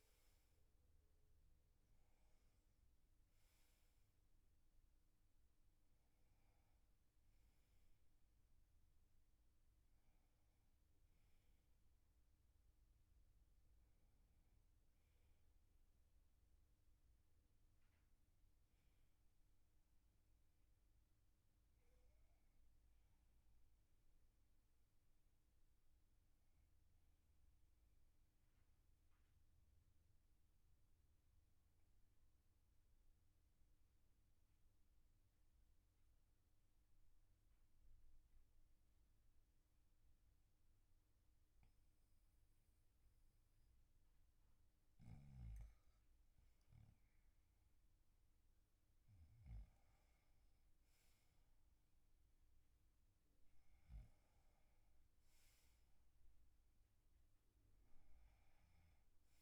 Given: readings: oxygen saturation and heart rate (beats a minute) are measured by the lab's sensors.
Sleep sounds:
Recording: breathing in sleep, hard to hear, by a room microphone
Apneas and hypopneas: 1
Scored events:
20.50-40.50 s: oxygen desaturation (device-marked, oxygen 97% before, 92% lowest, heart rate 49 before, 43 extreme)
28.50-45.50 s: obstructive apnea (oxygen 98% before, 92% lowest, heart rate 49 before, 45 extreme, up 5 after)
47.00-50.00 s: arousal
From the record:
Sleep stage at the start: N2 (light sleep)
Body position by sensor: on the back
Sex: male

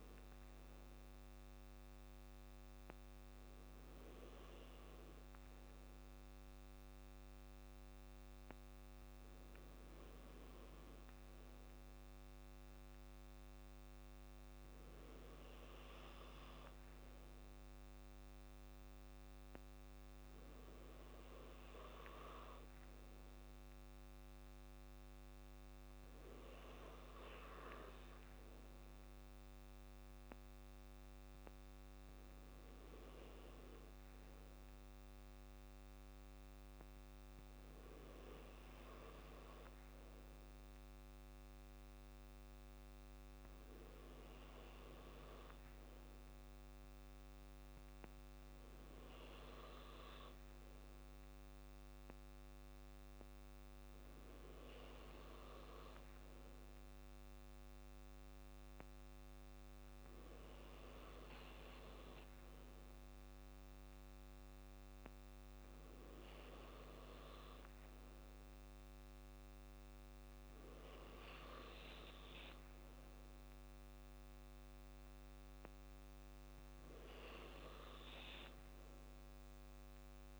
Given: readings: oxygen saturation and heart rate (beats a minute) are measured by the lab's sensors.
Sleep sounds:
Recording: breathing in sleep by a microphone on the trachea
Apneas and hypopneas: none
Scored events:
20.50-25.50 s: arousal
22.50-24.50 s: long interval between heartbeats (device-marked, heart rate 57 before, 67 extreme)
28.00-30.00 s: long interval between heartbeats (device-marked, heart rate 60 before, 64 extreme)
From the record:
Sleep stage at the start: N2 (light sleep)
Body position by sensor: on the back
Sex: male

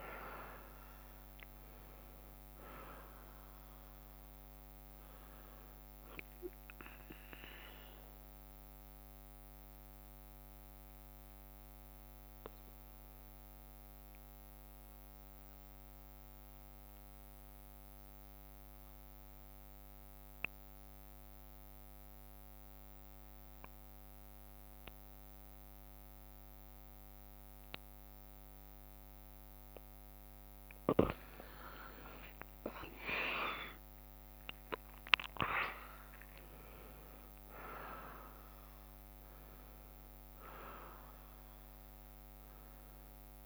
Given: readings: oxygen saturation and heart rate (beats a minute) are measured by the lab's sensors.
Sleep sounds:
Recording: breathing in sleep by a microphone on the trachea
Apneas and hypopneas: 1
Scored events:
0.00-6.50 s: drop in pulse transit time (device-marked, heart rate 61 extreme)
0.00-19.50 s: oxygen desaturation (device-marked, oxygen 91% lowest, heart rate 58 extreme)
6.50-12.50 s: bradycardia (device-marked, heart rate 64 before, 58 extreme)
7.50-30.50 s: mixed apnea (oxygen 98% before, 91% lowest, heart rate 64 before, 58 extreme, up 5 after)
32.50-36.00 s: arousal
33.50-43.46 s: drop in pulse transit time (device-marked, heart rate 60 before, 62 extreme)
39.50-43.46 s: oxygen desaturation (device-marked, oxygen 97% before, 93% lowest, heart rate 62 before, 59 extreme)
From the record:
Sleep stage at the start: N2 (light sleep)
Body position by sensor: on the back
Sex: female

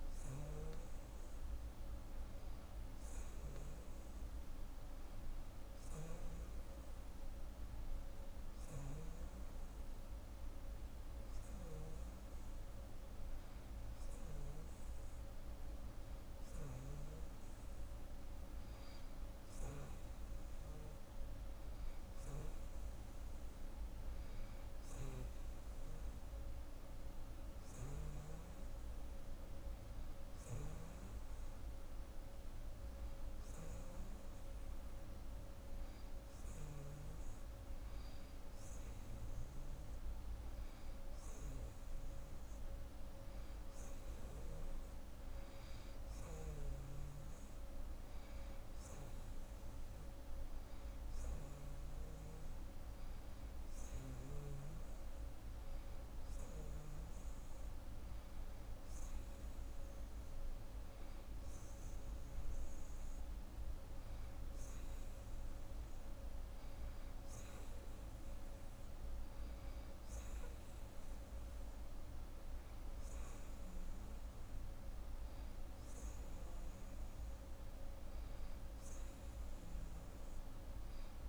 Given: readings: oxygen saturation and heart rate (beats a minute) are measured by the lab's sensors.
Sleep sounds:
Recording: breathing in sleep, hard to hear, by a room microphone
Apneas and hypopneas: none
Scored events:
none scored
From the record:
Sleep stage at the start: N2 (light sleep)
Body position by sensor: on the right side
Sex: female

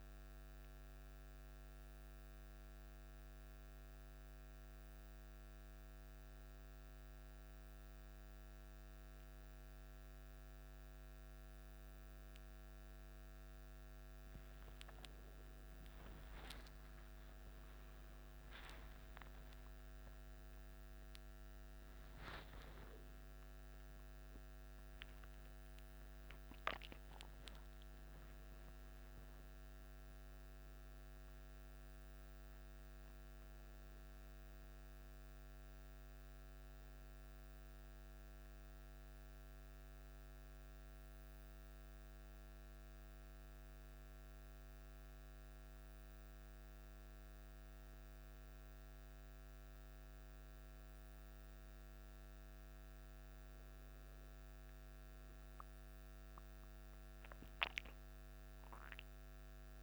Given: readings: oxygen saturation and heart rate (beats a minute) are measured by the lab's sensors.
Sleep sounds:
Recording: a person awake in a sleep study, hard to hear, by a microphone on the trachea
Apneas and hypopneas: none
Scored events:
none scored
From the record:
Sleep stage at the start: awake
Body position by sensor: on the back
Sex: male

